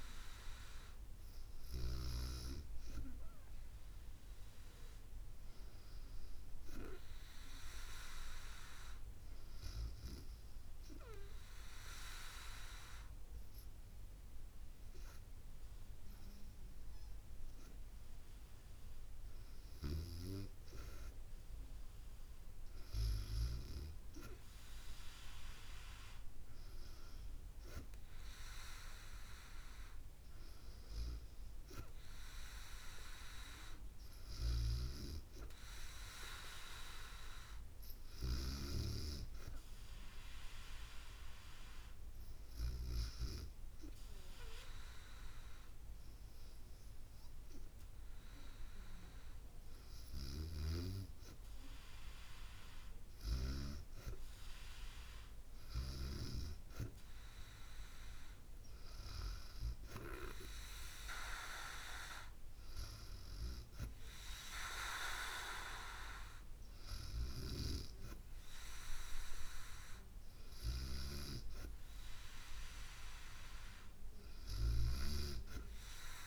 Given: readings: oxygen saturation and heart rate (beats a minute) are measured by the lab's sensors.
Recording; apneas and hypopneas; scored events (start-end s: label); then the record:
breathing in sleep by a room microphone; 1
1.00-4.50 s: arousal
9.00-19.50 s: obstructive apnea (oxygen 96% before, 94% lowest, heart rate 75 before, 70 extreme, up 0 after)
23.00-26.00 s: arousal
From the record:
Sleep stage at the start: REM sleep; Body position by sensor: on the back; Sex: female